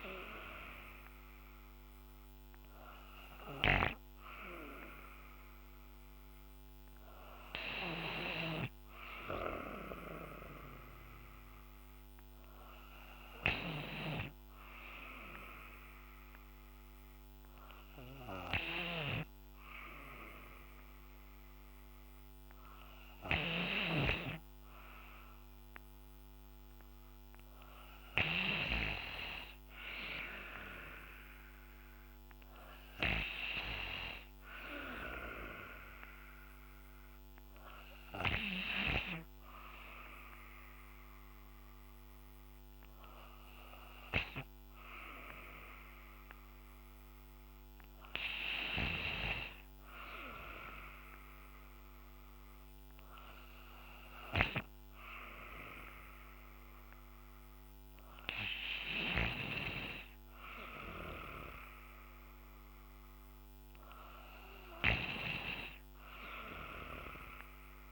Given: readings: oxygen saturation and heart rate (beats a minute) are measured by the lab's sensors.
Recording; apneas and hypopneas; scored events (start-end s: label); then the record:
breathing in sleep by a microphone on the trachea; none
none scored
From the record:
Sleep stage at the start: N2 (light sleep); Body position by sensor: on the back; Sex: female